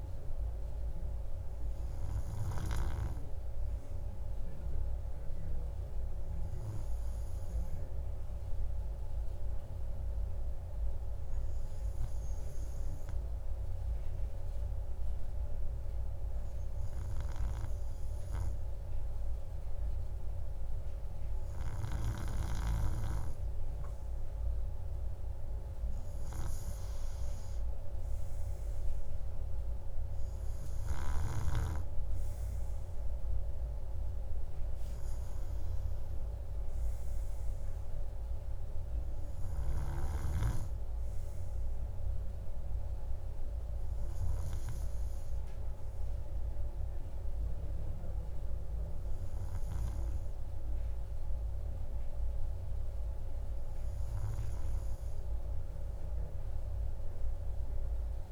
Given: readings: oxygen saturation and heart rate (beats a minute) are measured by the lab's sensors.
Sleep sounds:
breathing in sleep by a room microphone; none
none scored
From the record:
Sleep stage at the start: N2 (light sleep); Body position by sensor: on the right side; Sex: male

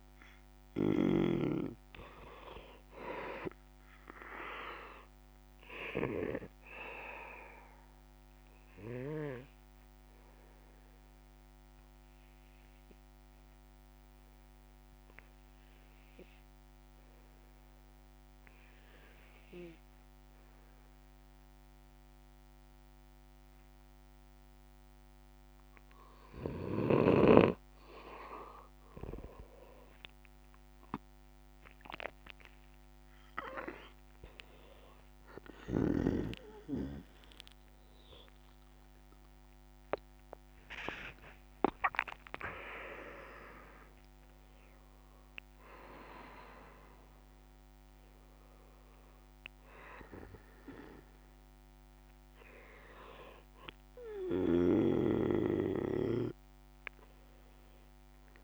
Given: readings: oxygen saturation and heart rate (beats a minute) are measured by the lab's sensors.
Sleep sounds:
breathing in sleep by a microphone on the trachea; 1
0.00-1.50 s: arousal
0.00-18.50 s: oxygen desaturation (device-marked, oxygen 89% lowest, heart rate 63 extreme)
6.50-26.50 s: obstructive apnea (oxygen 98% before, 89% lowest, heart rate 67 before, 63 extreme, up 8 after)
30.50-53.50 s: oxygen desaturation (device-marked, oxygen 98% before, 92% lowest, heart rate 65 before, 58 extreme)
37.00-41.00 s: arousal
From the record:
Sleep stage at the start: N2 (light sleep); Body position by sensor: on the back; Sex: male

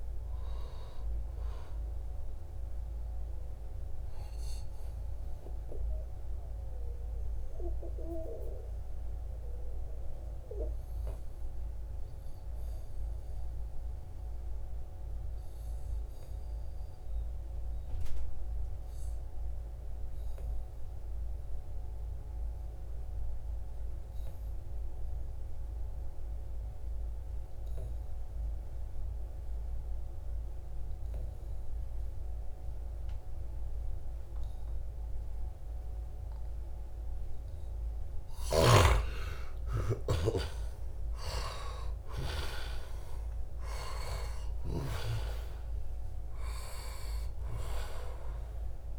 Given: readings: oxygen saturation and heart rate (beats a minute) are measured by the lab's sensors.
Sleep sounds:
breathing in sleep by a room microphone; 1
0.00-16.50 s: oxygen desaturation (device-marked, oxygen 92% lowest, heart rate 64 extreme)
5.00-37.00 s: mixed apnea (oxygen 98% before, 88% lowest, heart rate 74 before, 64 extreme, up 11 after)
29.50-48.99 s: oxygen desaturation (device-marked, oxygen 96% before, 91% lowest, heart rate 67 before, 64 extreme)
38.50-42.50 s: arousal
From the record:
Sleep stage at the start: N2 (light sleep); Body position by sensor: on the back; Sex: male

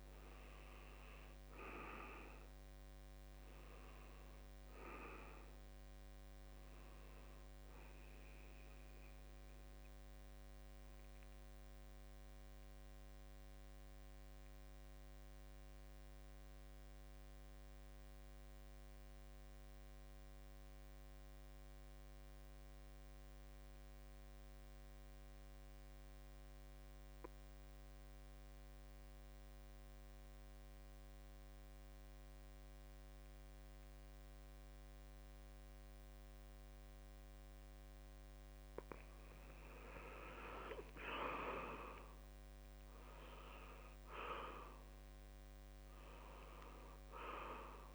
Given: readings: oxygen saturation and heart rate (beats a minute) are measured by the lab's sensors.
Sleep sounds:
breathing in sleep by a microphone on the trachea; 1
0.00-12.50 s: oxygen desaturation (device-marked, oxygen 85% lowest, heart rate 66 extreme)
10.00-37.50 s: mixed apnea (oxygen 92% before, 85% lowest, heart rate 72 before, 66 extreme, up 4 after)
32.50-47.95 s: oxygen desaturation (device-marked, oxygen 95% before, 85% lowest, heart rate 68 before, 66 extreme)
39.00-42.50 s: arousal
From the record:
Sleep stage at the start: N2 (light sleep); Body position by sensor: on the back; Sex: male

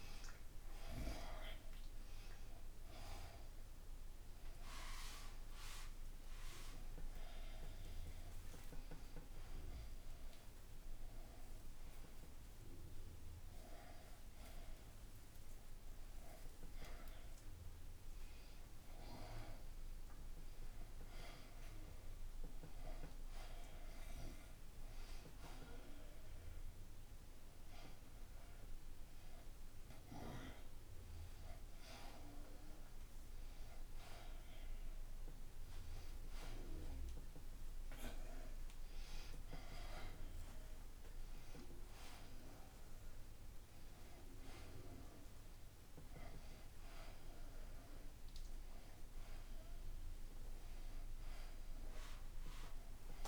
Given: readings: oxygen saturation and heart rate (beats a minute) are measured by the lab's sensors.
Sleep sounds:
a person awake in a sleep study, by a room microphone; none
41.00-50.00 s: oxygen desaturation (device-marked, oxygen 99% before, 93% lowest, heart rate 83 before, 65 extreme)
From the record:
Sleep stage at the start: awake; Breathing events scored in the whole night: 341 in 4.7 hours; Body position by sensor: upright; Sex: male

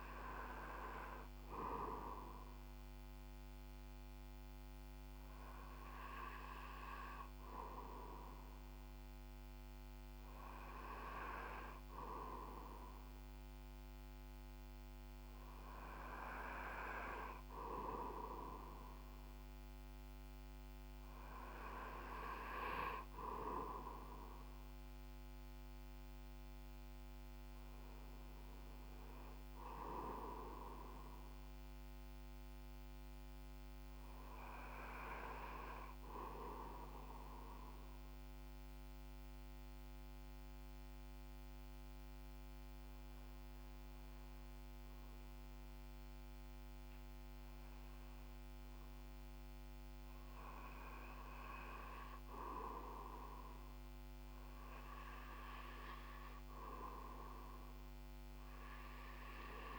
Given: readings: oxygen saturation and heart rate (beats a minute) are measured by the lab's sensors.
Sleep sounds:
breathing in sleep by a microphone on the trachea; 1
36.00-48.00 s: mixed apnea (oxygen 97% before, 95% lowest, heart rate 63 before, 60 extreme, up 1 after)
51.00-54.00 s: arousal
From the record:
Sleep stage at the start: REM sleep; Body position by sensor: on the back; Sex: male

